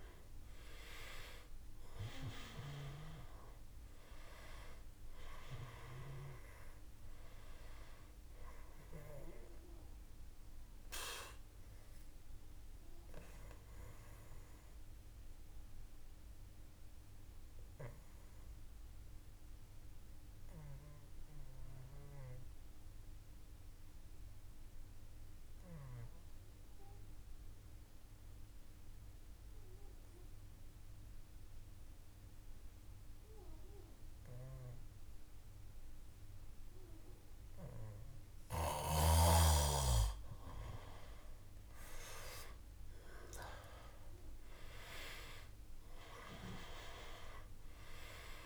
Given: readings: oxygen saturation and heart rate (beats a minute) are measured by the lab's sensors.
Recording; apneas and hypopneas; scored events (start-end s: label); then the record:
breathing in sleep by a room microphone; 1
0.00-23.50 s: oxygen desaturation (device-marked, oxygen 89% lowest, heart rate 54 extreme)
9.00-38.00 s: mixed apnea (oxygen 97% before, 87% lowest, heart rate 57 before, 54 extreme, up 5 after)
40.50-48.46 s: oxygen desaturation (device-marked, oxygen 97% before, 87% lowest, heart rate 56 before, 54 extreme)
42.00-46.00 s: arousal
From the record:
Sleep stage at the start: N2 (light sleep); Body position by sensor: on the back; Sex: male